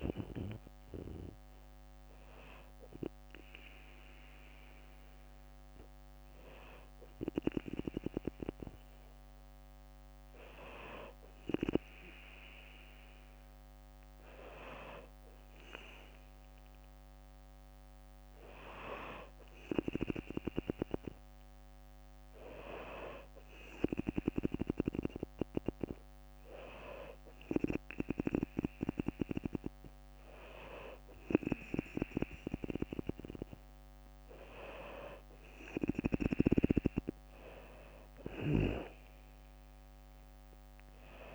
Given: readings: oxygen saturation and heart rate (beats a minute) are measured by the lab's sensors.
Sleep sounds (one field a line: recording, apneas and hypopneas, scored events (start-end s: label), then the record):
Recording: breathing in sleep by a microphone on the trachea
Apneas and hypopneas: 1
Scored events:
0.00-1.50 s: bradycardia (device-marked, heart rate 58 extreme)
0.00-5.50 s: oxygen desaturation (device-marked, oxygen 92% lowest, heart rate 58 extreme)
1.00-13.50 s: hypopnea (oxygen 96% before, 94% lowest, heart rate 63 before, 60 extreme, up 3 after)
35.00-39.00 s: arousal
35.50-41.35 s: drop in pulse transit time (device-marked, heart rate 63 before, 59 extreme)
From the record:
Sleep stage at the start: N2 (light sleep)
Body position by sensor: on the back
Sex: female